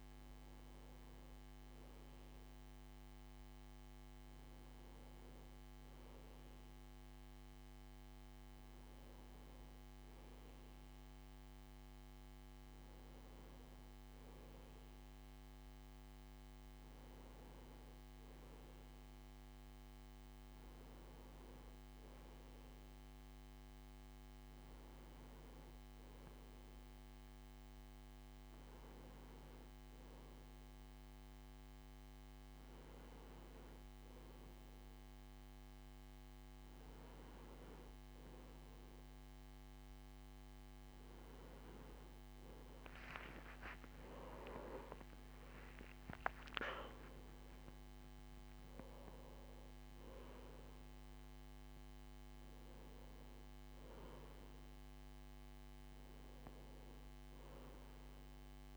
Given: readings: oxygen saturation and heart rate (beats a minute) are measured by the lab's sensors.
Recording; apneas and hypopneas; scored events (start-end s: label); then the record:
breathing in sleep, hard to hear, by a microphone on the trachea; none
44.50-49.50 s: arousal
From the record:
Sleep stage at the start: N1 (lightest sleep); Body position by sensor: on the right side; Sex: male